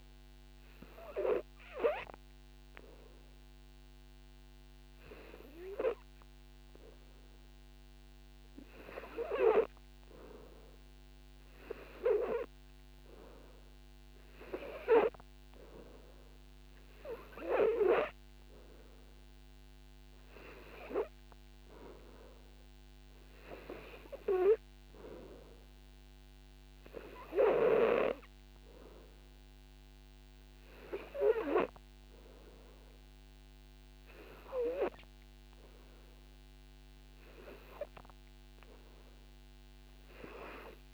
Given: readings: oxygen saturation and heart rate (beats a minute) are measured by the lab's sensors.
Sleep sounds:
breathing in sleep by a microphone on the trachea; none
22.00-28.00 s: oxygen desaturation (device-marked, oxygen 93% before, 90% lowest, heart rate 59 before, 57 extreme)
From the record:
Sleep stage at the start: N2 (light sleep); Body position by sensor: on the back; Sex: male

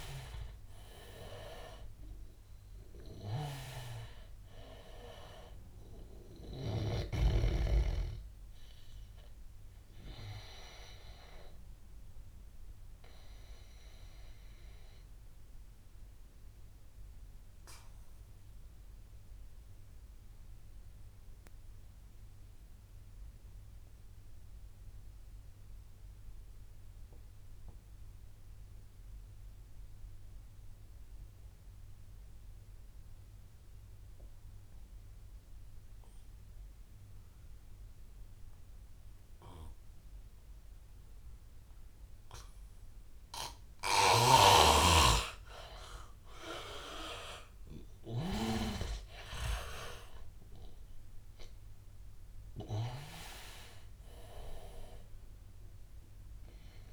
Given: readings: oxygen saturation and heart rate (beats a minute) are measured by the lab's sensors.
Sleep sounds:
breathing in sleep by a room microphone; 1
0.00-20.50 s: oxygen desaturation (device-marked, oxygen 85% lowest, heart rate 73 extreme)
10.50-44.50 s: obstructive apnea (oxygen 99% before, 81% lowest, heart rate 87 before, 73 extreme, up 17 after)
30.50-56.93 s: oxygen desaturation (device-marked, oxygen 99% before, 81% lowest, heart rate 85 before, 73 extreme)
46.50-51.50 s: arousal
From the record:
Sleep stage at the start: N2 (light sleep); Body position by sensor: on the back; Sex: male

